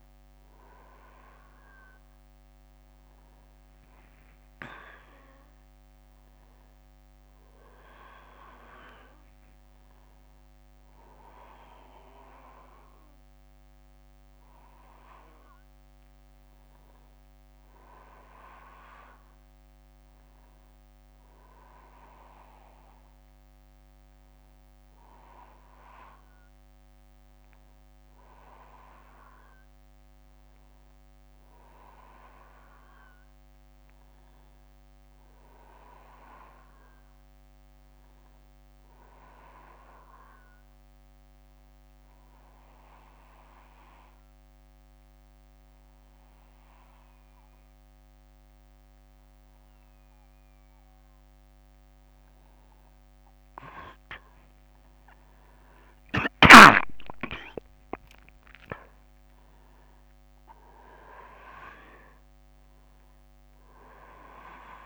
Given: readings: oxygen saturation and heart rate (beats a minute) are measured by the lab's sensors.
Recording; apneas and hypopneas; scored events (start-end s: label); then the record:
breathing in sleep by a microphone on the trachea; 1
3.00-8.00 s: arousal
41.00-52.50 s: obstructive apnea (oxygen 96% before, 92% lowest, heart rate 66 before, 63 extreme, up 37 after)
54.00-58.50 s: arousal
60.00-64.86 s: oxygen desaturation (device-marked, oxygen 95% before, 92% lowest, heart rate 72 before, 63 extreme)
From the record:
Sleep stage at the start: N1 (lightest sleep); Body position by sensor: on the back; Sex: male